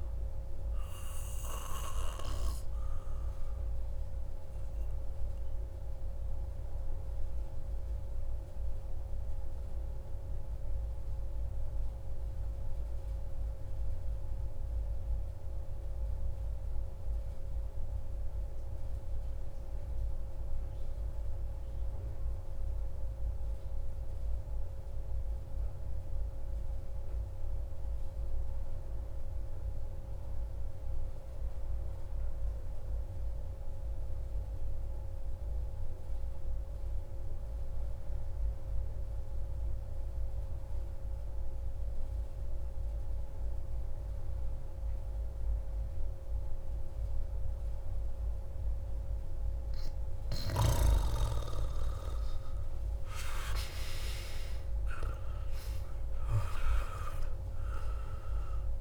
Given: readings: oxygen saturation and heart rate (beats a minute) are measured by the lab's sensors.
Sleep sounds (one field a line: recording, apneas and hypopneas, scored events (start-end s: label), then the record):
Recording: breathing in sleep by a room microphone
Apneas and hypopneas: 1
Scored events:
0.00-18.00 s: oxygen desaturation (device-marked, oxygen 90% lowest)
3.00-49.50 s: obstructive apnea (oxygen 97% before, 88% lowest)
39.00-58.81 s: oxygen desaturation (device-marked, oxygen 97% before, 88% lowest)
51.00-56.00 s: arousal
From the record:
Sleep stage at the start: N2 (light sleep)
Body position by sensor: on the back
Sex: male